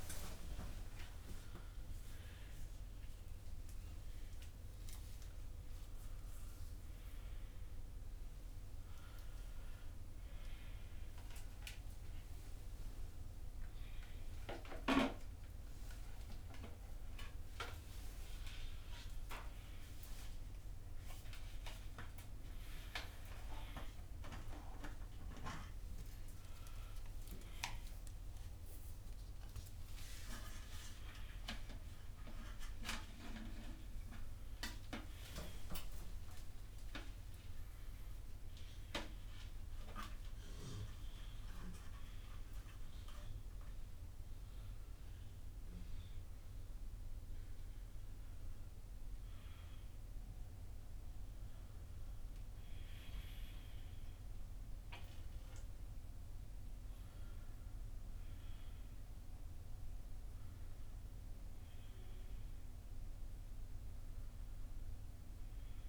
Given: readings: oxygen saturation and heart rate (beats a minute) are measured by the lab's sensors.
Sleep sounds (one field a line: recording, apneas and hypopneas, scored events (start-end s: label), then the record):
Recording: a person awake in a sleep study, by a room microphone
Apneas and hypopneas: none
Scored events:
9.50-16.50 s: oxygen desaturation (device-marked, oxygen 96% before, 93% lowest, heart rate 114 before, 70 extreme)
From the record:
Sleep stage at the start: awake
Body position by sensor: upright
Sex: male